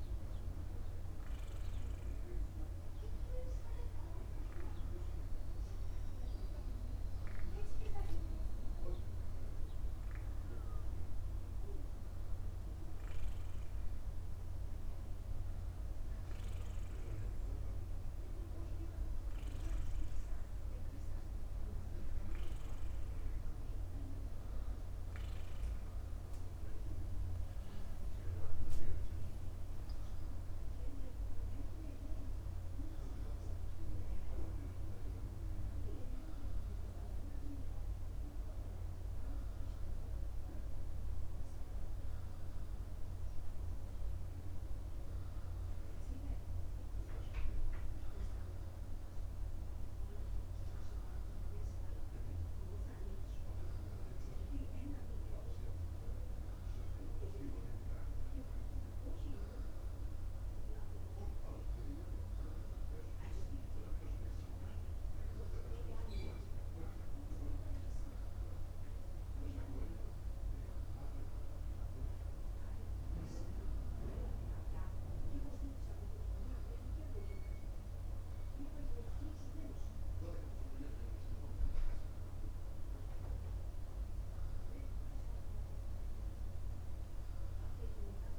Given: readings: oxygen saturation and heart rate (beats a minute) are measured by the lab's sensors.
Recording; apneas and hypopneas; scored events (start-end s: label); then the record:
breathing in sleep by a room microphone; none
none scored
From the record:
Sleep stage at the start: N2 (light sleep); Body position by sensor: upright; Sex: male